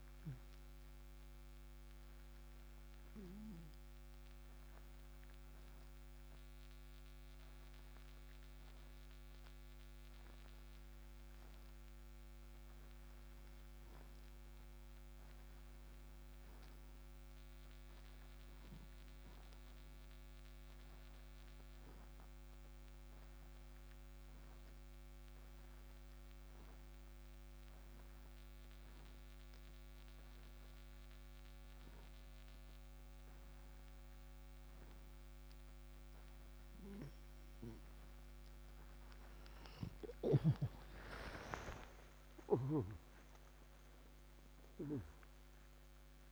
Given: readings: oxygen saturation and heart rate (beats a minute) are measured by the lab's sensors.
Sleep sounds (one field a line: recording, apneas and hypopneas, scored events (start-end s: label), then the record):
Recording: breathing in sleep by a microphone on the trachea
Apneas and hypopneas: 1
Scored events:
0.00-16.50 s: oxygen desaturation (device-marked, oxygen 90% lowest, heart rate 58 extreme)
5.50-38.50 s: hypopnea (oxygen 96% before, 83% lowest, heart rate 64 before, 58 extreme, up 27 after)
27.50-46.32 s: oxygen desaturation (device-marked, oxygen 96% before, 83% lowest, heart rate 59 before, 57 extreme)
41.00-46.32 s: arousal
42.50-46.32 s: snoring (device-marked)
From the record:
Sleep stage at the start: N2 (light sleep)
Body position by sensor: on the right side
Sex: male